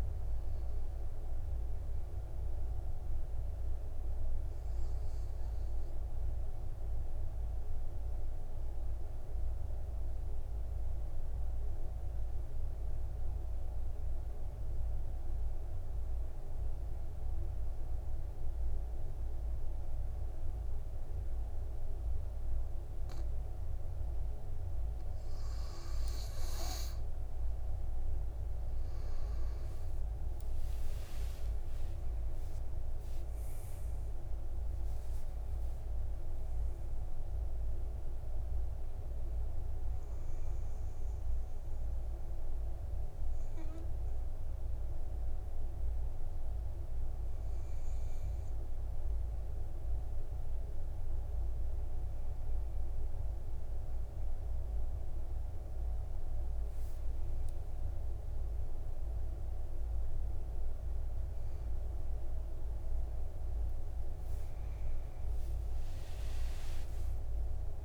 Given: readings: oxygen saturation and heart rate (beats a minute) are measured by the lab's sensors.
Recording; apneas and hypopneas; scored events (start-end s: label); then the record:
breathing in sleep, hard to hear, by a room microphone; 2
0.00-19.50 s: oxygen desaturation (device-marked, oxygen 93% lowest, heart rate 55 extreme)
8.00-25.00 s: obstructive apnea (oxygen 99% before, 91% lowest, heart rate 62 before, 53 extreme, up 10 after)
30.00-34.50 s: arousal
30.50-58.50 s: oxygen desaturation (device-marked, oxygen 99% before, 91% lowest, heart rate 59 before, 53 extreme)
41.50-54.00 s: obstructive apnea (oxygen 99% before, 91% lowest, heart rate 65 before, 54 extreme, up 9 after)
49.50-67.85 s: new sleep stage, N1 (lightest sleep)
65.00-67.85 s: arousal
From the record:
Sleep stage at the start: N2 (light sleep); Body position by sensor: on the back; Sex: male